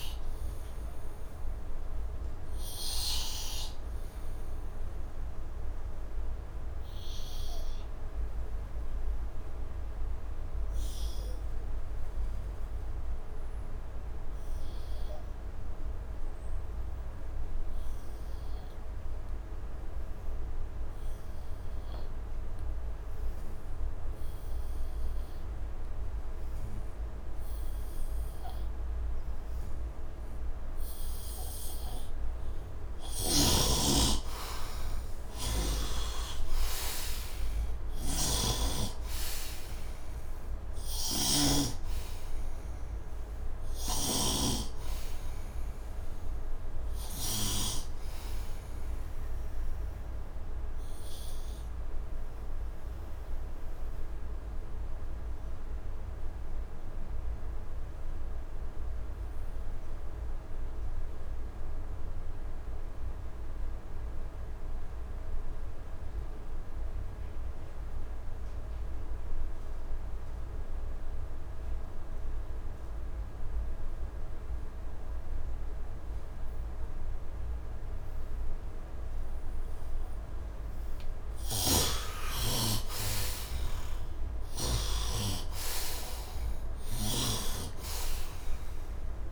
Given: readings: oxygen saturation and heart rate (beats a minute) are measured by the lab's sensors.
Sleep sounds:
breathing in sleep by a room microphone; 2
0.00-9.00 s: oxygen desaturation (device-marked, oxygen 69% lowest, heart rate 71 extreme)
1.00-32.00 s: obstructive apnea (oxygen 100% before, 69% lowest, heart rate 80 before, 71 extreme, up 21 after)
23.00-61.00 s: oxygen desaturation (device-marked, oxygen 99% before, 71% lowest, heart rate 73 before, 72 extreme)
34.00-37.50 s: arousal
37.50-44.00 s: snoring (device-marked)
48.50-78.50 s: obstructive apnea (oxygen 97% before, 69% lowest, heart rate 83 before, 72 extreme, up 9 after)
68.00-89.32 s: oxygen desaturation (device-marked, oxygen 100% before, 69% lowest, heart rate 75 before, 69 extreme)
81.00-84.50 s: snoring (device-marked)
83.00-89.32 s: new sleep stage, awake
From the record:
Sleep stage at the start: N2 (light sleep); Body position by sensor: on the right side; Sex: male

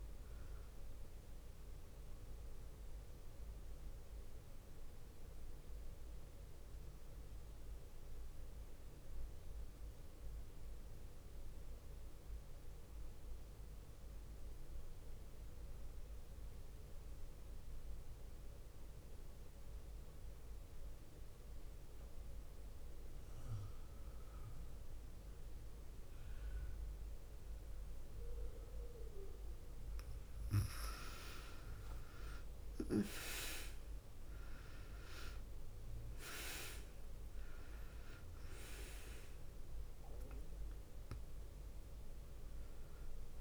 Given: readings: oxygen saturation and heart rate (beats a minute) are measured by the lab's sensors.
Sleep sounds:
breathing in sleep by a room microphone; 1
0.00-4.50 s: oxygen desaturation (device-marked, oxygen 87% lowest, heart rate 49 extreme)
1.50-29.00 s: mixed apnea (oxygen 100% before, 87% lowest, heart rate 66 before, 49 extreme, up 7 after)
16.50-43.41 s: new sleep stage, N2 (light sleep)
31.50-35.00 s: arousal
34.50-43.41 s: oxygen desaturation (device-marked, oxygen 99% before, 90% lowest, heart rate 53 before, 48 extreme)
From the record:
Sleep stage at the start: N1 (lightest sleep); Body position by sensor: on the back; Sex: female

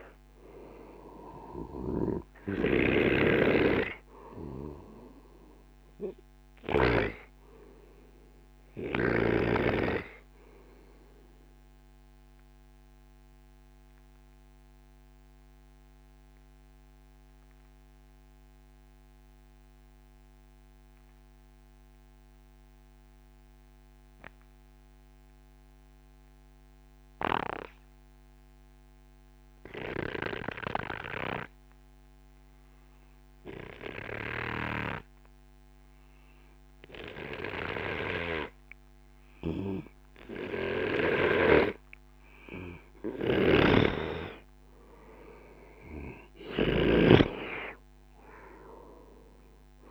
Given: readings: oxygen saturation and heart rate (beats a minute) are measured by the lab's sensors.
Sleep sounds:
breathing in sleep by a microphone on the trachea; 1
0.00-7.00 s: snoring (device-marked)
0.00-23.50 s: oxygen desaturation (device-marked, oxygen 92% lowest, heart rate 45 extreme)
6.00-41.50 s: obstructive apnea (oxygen 97% before, 92% lowest, heart rate 62 before, 43 extreme, up 32 after)
39.00-49.91 s: snoring (device-marked)
44.00-48.50 s: arousal
48.50-49.91 s: oxygen desaturation (device-marked, oxygen 95% before, 92% lowest, heart rate 65 before, 43 extreme)
From the record:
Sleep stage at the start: N2 (light sleep); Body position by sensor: on the right side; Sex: male

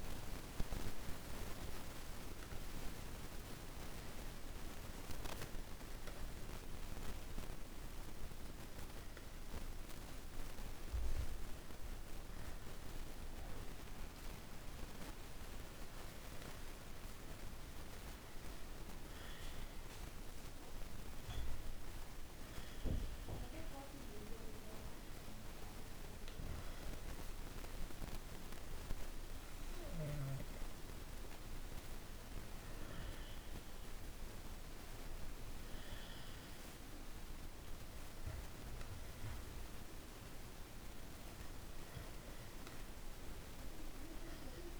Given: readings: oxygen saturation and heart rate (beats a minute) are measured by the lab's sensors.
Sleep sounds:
breathing in sleep, hard to hear, by a room microphone; none
none scored
From the record:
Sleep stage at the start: N1 (lightest sleep); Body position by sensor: on the back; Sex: male

